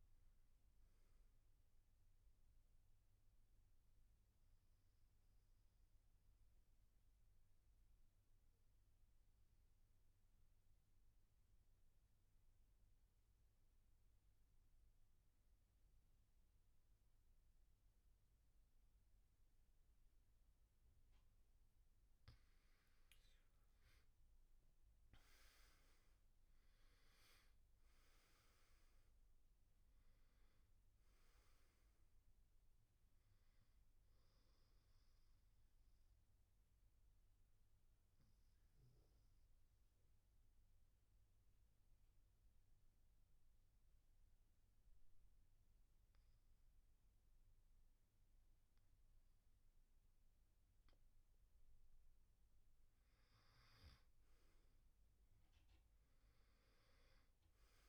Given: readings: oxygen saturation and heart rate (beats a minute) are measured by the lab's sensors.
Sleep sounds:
breathing in sleep, hard to hear, by a room microphone; 2
0.00-9.50 s: oxygen desaturation (device-marked, oxygen 90% lowest, heart rate 65 extreme)
2.50-21.00 s: obstructive apnea (oxygen 98% before, 87% lowest, heart rate 71 before, 65 extreme, up 11 after)
23.00-27.00 s: arousal
23.50-42.50 s: oxygen desaturation (device-marked, oxygen 99% before, 87% lowest, heart rate 68 before, 65 extreme)
34.50-51.00 s: obstructive apnea (oxygen 99% before, 87% lowest, heart rate 72 before, 63 extreme, up 7 after)
55.50-57.89 s: oxygen desaturation (device-marked, oxygen 98% before, 88% lowest, heart rate 67 before, 63 extreme)
From the record:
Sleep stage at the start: N2 (light sleep); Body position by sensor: on the back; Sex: male

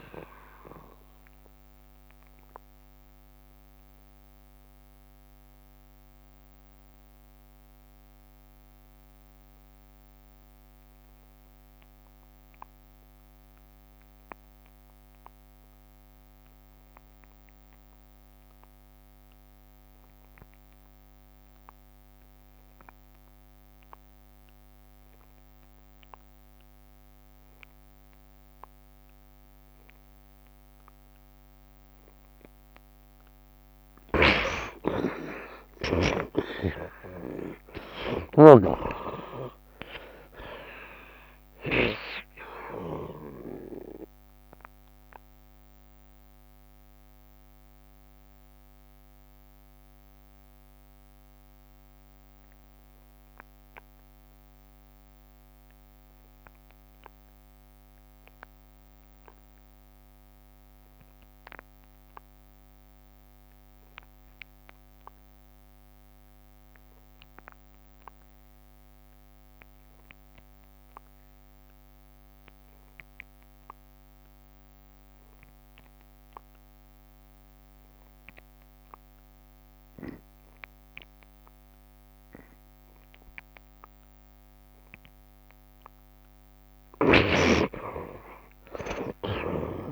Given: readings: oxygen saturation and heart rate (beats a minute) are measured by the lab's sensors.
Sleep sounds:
breathing in sleep by a microphone on the trachea; 2
0.00-14.50 s: oxygen desaturation (device-marked, oxygen 52% lowest, heart rate 71 extreme)
3.00-33.50 s: mixed apnea (oxygen 61% before, 50% lowest, heart rate 78 before, 71 extreme, up 6 after)
20.50-57.50 s: oxygen desaturation (device-marked, oxygen 85% before, 50% lowest, heart rate 76 before, 73 extreme)
34.50-39.00 s: snoring (device-marked)
35.00-39.50 s: arousal
45.00-85.50 s: mixed apnea (oxygen 85% before, 49% lowest, heart rate 76 before, 72 extreme, up 6 after)
59.50-89.92 s: oxygen desaturation (device-marked, oxygen 87% before, 49% lowest, heart rate 77 before, 72 extreme)
87.50-89.92 s: arousal
From the record:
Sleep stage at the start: N2 (light sleep); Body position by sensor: on the right side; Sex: male

